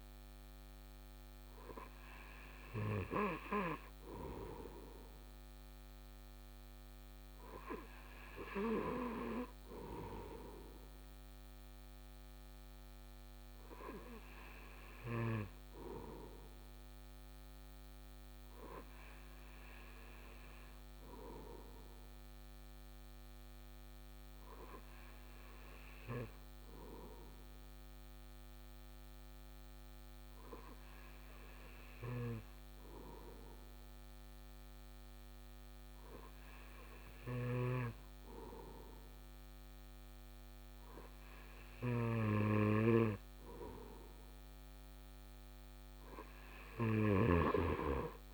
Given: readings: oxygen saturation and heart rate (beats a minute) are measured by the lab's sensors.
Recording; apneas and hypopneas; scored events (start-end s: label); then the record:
breathing in sleep by a microphone on the trachea; none
37.00-48.33 s: snoring (device-marked)
From the record:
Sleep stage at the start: N2 (light sleep); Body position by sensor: on the right side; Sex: male